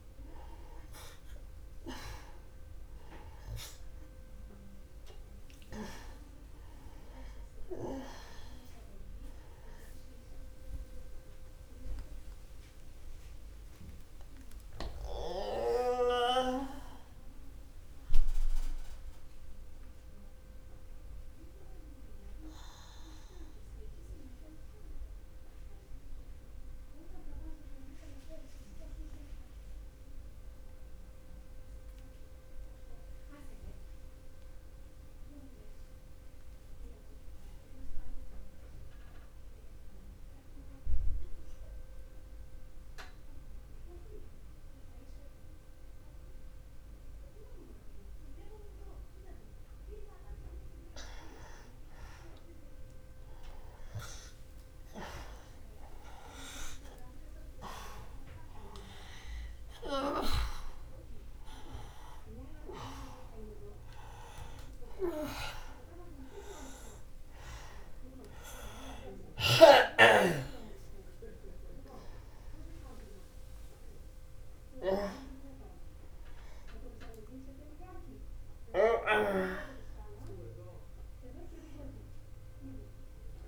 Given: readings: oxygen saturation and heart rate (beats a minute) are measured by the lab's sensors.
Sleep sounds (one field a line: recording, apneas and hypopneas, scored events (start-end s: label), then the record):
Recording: breathing in sleep by a room microphone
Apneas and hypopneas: 1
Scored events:
0.00-25.50 s: oxygen desaturation (device-marked, oxygen 88% lowest, heart rate 55 extreme)
24.00-52.50 s: mixed apnea (oxygen 96% before, 85% lowest, heart rate 65 before, 55 extreme, up 18 after)
51.50-74.50 s: oxygen desaturation (device-marked, oxygen 97% before, 89% lowest, heart rate 62 before, 55 extreme)
54.00-58.00 s: arousal
79.50-83.48 s: oxygen desaturation (device-marked, oxygen 90% before, 85% lowest, heart rate 63 before, 37 extreme)
80.50-83.48 s: arousal
From the record:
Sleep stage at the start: N2 (light sleep)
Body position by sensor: on the back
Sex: male